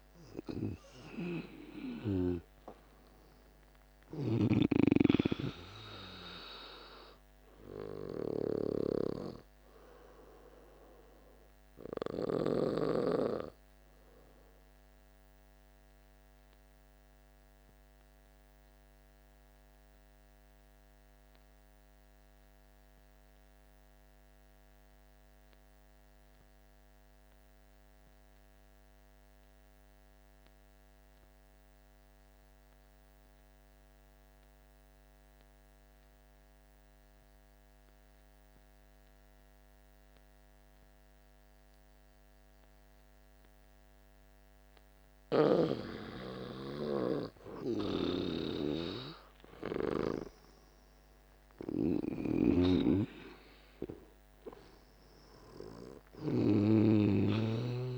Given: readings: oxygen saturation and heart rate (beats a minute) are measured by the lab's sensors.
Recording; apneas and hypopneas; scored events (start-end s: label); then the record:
breathing in sleep by a microphone on the trachea; 1
0.00-23.50 s: oxygen desaturation (device-marked, oxygen 87% lowest, heart rate 48 extreme)
4.00-12.50 s: snoring (device-marked)
16.50-44.00 s: obstructive apnea (oxygen 97% before, 86% lowest, heart rate 55 before, 48 extreme, up 10 after)
39.50-57.98 s: oxygen desaturation (device-marked, oxygen 99% before, 86% lowest, heart rate 49 before, 48 extreme)
45.00-50.00 s: snoring (device-marked)
46.50-50.50 s: arousal
From the record:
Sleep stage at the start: N2 (light sleep); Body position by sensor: on the back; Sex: male